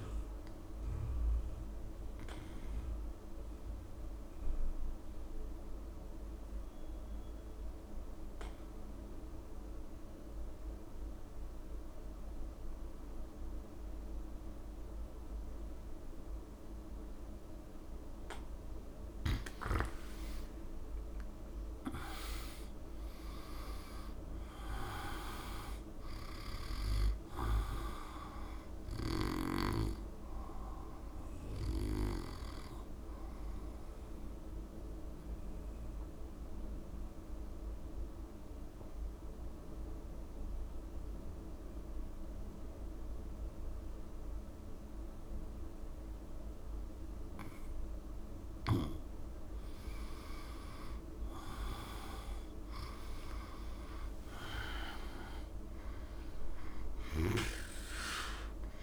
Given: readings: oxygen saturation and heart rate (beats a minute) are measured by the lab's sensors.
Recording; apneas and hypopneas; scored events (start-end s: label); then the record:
breathing in sleep by a room microphone; 2
0.00-8.00 s: oxygen desaturation (device-marked, oxygen 91% lowest, heart rate 72 extreme)
1.00-18.00 s: obstructive apnea (oxygen 97% before, 89% lowest, heart rate 76 before, 71 extreme, up 3 after)
20.50-24.00 s: arousal
23.00-41.00 s: oxygen desaturation (device-marked, oxygen 97% before, 90% lowest, heart rate 73 before, 71 extreme)
29.00-32.50 s: snoring (device-marked)
35.00-47.50 s: obstructive apnea (oxygen 97% before, 89% lowest, heart rate 74 before, 71 extreme, up 3 after)
50.50-54.00 s: arousal
53.00-58.83 s: oxygen desaturation (device-marked, oxygen 98% before, 89% lowest, heart rate 73 before, 70 extreme)
From the record:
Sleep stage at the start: N2 (light sleep); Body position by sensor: on the back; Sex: male